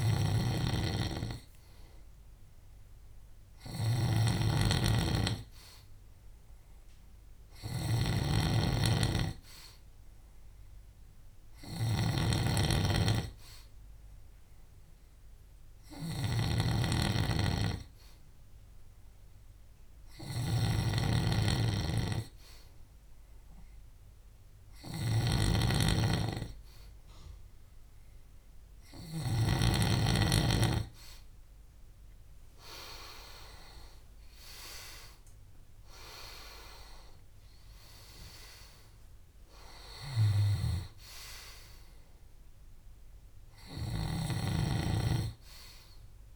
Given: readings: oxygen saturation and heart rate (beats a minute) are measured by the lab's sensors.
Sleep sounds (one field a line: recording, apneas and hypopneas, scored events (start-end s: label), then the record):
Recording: breathing in sleep by a room microphone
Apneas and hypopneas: 1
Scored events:
0.00-29.50 s: snoring (device-marked)
16.50-29.50 s: hypopnea (oxygen 96% before, 93% lowest, heart rate 68 before, 65 extreme, up 6 after)
32.00-35.00 s: arousal
43.50-46.35 s: snoring (device-marked)
From the record:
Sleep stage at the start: N2 (light sleep)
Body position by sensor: on the left side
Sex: male